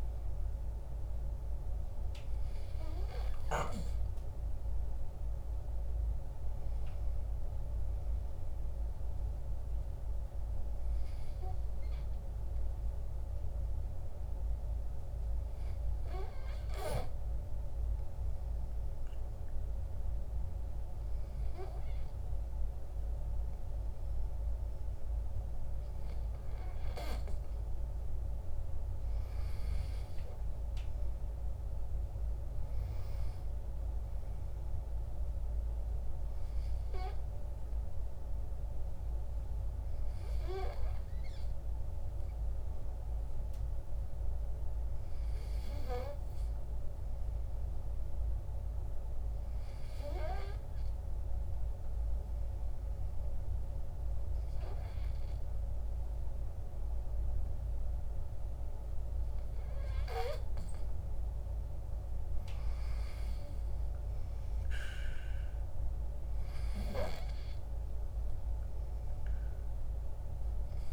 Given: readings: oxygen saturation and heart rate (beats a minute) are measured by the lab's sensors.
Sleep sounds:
breathing in sleep by a room microphone; 2
12.00-24.50 s: hypopnea (oxygen 97% before, 94% lowest, heart rate 58 before, 48 extreme, up 9 after)
28.50-32.50 s: arousal
50.50-62.50 s: hypopnea (oxygen 97% before, 94% lowest, heart rate 56 before, 53 extreme, up 11 after)
67.00-70.92 s: arousal
From the record:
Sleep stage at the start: N2 (light sleep); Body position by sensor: on the back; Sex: male

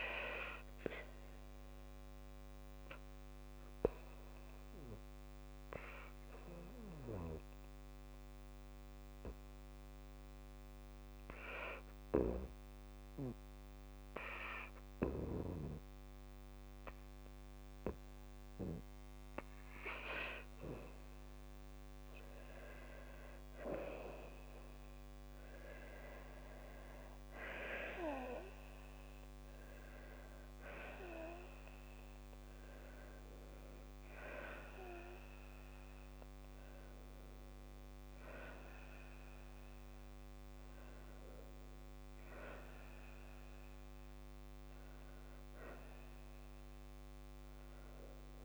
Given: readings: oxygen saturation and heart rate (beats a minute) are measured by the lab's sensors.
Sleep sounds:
breathing in sleep by a microphone on the trachea; 1
3.50-18.50 s: hypopnea (oxygen 99% before, 94% lowest, heart rate 56 before, 57 extreme, up 3 after)
21.50-25.00 s: arousal
From the record:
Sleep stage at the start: N2 (light sleep); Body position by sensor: on the back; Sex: female

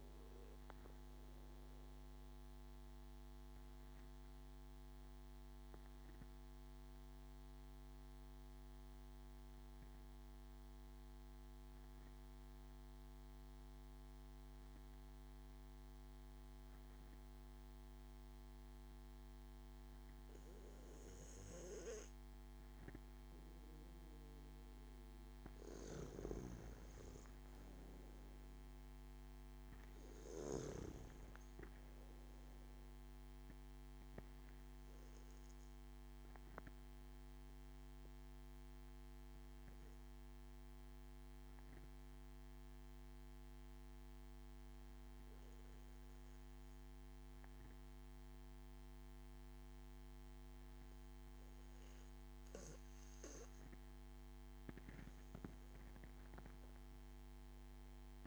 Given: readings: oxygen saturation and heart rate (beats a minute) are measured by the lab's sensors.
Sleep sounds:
breathing in sleep by a microphone on the trachea; 2
0.00-15.00 s: oxygen desaturation (device-marked, oxygen 92% lowest)
5.00-23.50 s: obstructive apnea (oxygen 97% before, 92% lowest)
25.50-30.00 s: arousal
26.00-31.00 s: snoring (device-marked)
35.00-53.50 s: obstructive apnea (oxygen 97% before, 93% lowest)
55.00-57.50 s: arousal
From the record:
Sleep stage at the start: N2 (light sleep); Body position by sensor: on the back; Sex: male

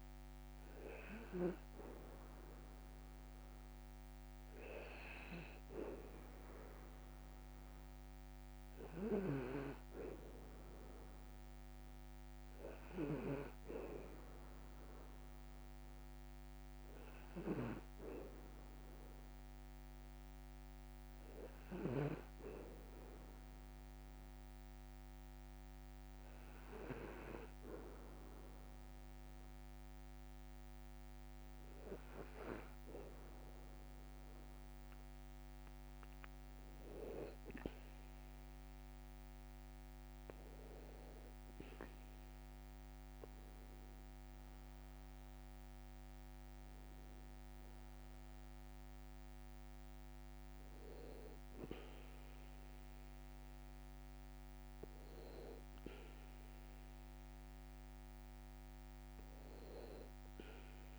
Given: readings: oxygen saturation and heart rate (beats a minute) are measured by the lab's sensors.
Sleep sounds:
breathing in sleep by a microphone on the trachea; 1
19.50-32.50 s: hypopnea (oxygen 96% before, 95% lowest, heart rate 58 before, 56 extreme, up 4 after)
35.00-39.00 s: arousal
From the record:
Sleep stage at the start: N2 (light sleep); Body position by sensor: on the back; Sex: male

